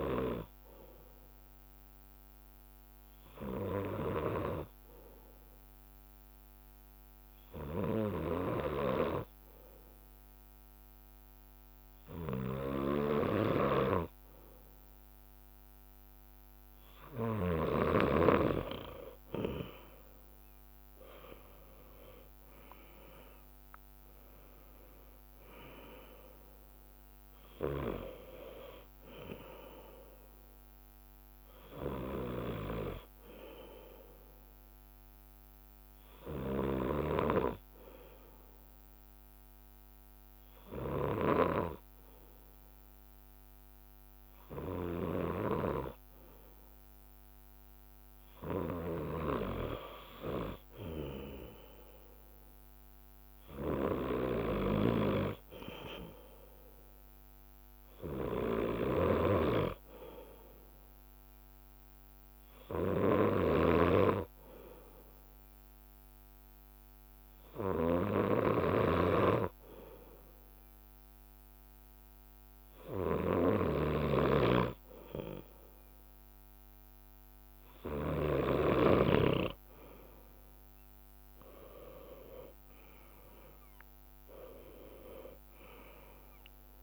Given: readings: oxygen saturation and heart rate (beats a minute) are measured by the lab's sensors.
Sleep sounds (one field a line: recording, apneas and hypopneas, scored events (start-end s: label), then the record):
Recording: breathing in sleep by a microphone on the trachea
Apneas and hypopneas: 3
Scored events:
0.00-1.50 s: leg movement (device-marked)
0.00-18.00 s: bradycardia (device-marked, heart rate 58 extreme)
2.00-15.50 s: hypopnea (oxygen 98% before, 95% lowest, heart rate 60 before, 58 extreme, up 3 after)
9.00-17.00 s: leg movement (device-marked)
18.00-22.50 s: arousal
18.50-20.00 s: leg movement (device-marked)
20.50-26.50 s: leg movement (device-marked)
29.00-32.00 s: bradycardia (device-marked, heart rate 64 before, 61 extreme)
29.50-40.00 s: leg movement (device-marked)
35.50-37.50 s: long interval between heartbeats (device-marked, heart rate 61 before, 67 extreme)
36.50-47.50 s: hypopnea (oxygen 97% before, 95% lowest, heart rate 61 before, 57 extreme, up 3 after)
38.00-58.00 s: drop in pulse transit time (device-marked, heart rate 62 before, 56 extreme)
38.00-77.00 s: bradycardia (device-marked, heart rate 64 before, 56 extreme)
43.00-48.00 s: leg movement (device-marked)
49.50-52.50 s: arousal
49.50-56.00 s: leg movement (device-marked)
62.00-74.00 s: hypopnea (oxygen 98% before, 95% lowest, heart rate 58 before, 57 extreme, up 2 after)
76.50-79.50 s: arousal
78.00-79.50 s: leg movement (device-marked)
From the record:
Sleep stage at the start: N2 (light sleep)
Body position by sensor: on the left side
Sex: male